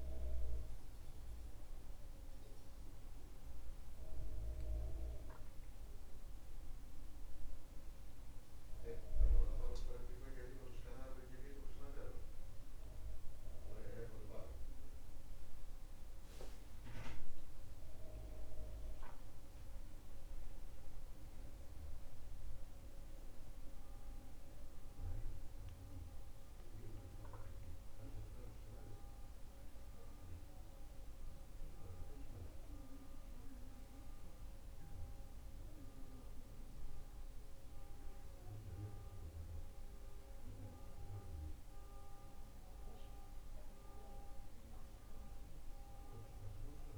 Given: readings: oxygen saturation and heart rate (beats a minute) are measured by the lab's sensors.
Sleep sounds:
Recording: a person awake in a sleep study, by a room microphone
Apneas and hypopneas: none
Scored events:
31.00-46.97 s: new sleep stage, N1 (lightest sleep)
From the record:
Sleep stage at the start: awake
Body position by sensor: on the back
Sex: male

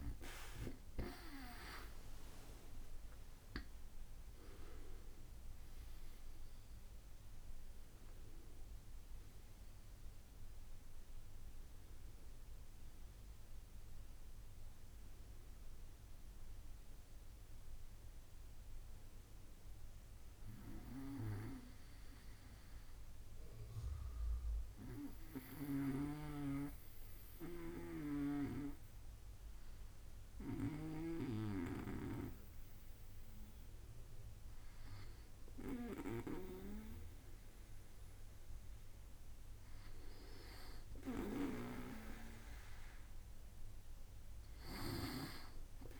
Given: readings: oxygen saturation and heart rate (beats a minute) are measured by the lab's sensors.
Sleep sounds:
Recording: breathing in sleep by a room microphone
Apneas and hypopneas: 1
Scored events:
0.00-3.50 s: arousal
25.00-36.50 s: hypopnea (oxygen 96% before, 95% lowest, heart rate 73 before, 64 extreme, up 4 after)
44.50-46.00 s: arousal
From the record:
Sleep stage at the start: N2 (light sleep)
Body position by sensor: on the back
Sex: male

